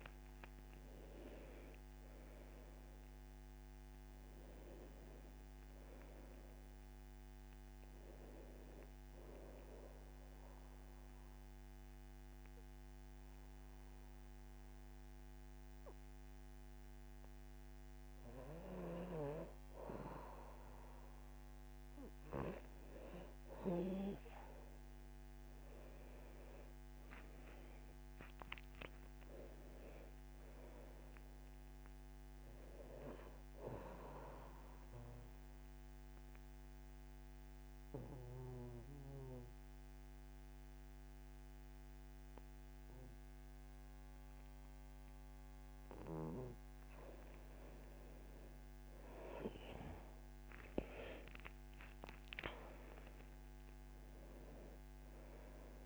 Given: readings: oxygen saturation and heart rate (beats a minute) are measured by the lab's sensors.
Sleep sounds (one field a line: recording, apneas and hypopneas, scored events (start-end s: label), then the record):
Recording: breathing in sleep by a microphone on the trachea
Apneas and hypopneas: 2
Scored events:
0.00-1.50 s: arousal
0.00-3.00 s: oxygen desaturation (device-marked, oxygen 90% lowest, heart rate 73 extreme)
10.00-20.50 s: obstructive apnea (oxygen 97% before, 89% lowest, heart rate 83 before, 73 extreme, up 5 after)
24.50-28.50 s: arousal
31.00-46.00 s: oxygen desaturation (device-marked, oxygen 99% before, 93% lowest, heart rate 77 before, 75 extreme)
34.50-46.00 s: obstructive apnea (oxygen 99% before, 85% lowest, heart rate 78 before, 75 extreme, up 5 after)
48.00-55.86 s: oxygen desaturation (device-marked, oxygen 98% before, 89% lowest, heart rate 80 before, 74 extreme)
48.50-52.00 s: arousal
From the record:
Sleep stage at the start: N2 (light sleep)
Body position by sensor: on the back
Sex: male